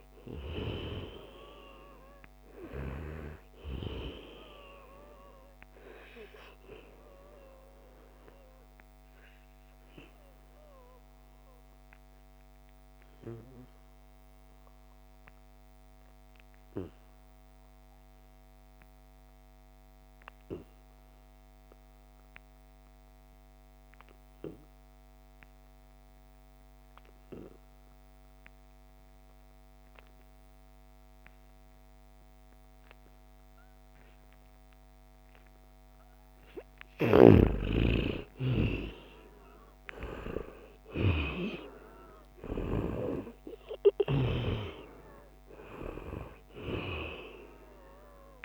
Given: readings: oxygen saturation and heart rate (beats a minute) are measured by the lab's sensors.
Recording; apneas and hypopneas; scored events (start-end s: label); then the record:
breathing in sleep by a microphone on the trachea; 1
0.00-17.00 s: oxygen desaturation (device-marked, oxygen 88% lowest, heart rate 71 extreme)
1.00-48.45 s: new sleep stage, REM sleep
4.50-36.50 s: obstructive apnea (oxygen 97% before, 88% lowest, heart rate 74 before, 71 extreme, up 9 after)
33.50-35.50 s: long interval between heartbeats (device-marked, heart rate 73 before, 80 extreme)
34.00-48.45 s: oxygen desaturation (device-marked, oxygen 97% before, 89% lowest, heart rate 73 before, 69 extreme)
37.50-43.00 s: arousal
From the record:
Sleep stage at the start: N2 (light sleep); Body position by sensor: on the back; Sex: male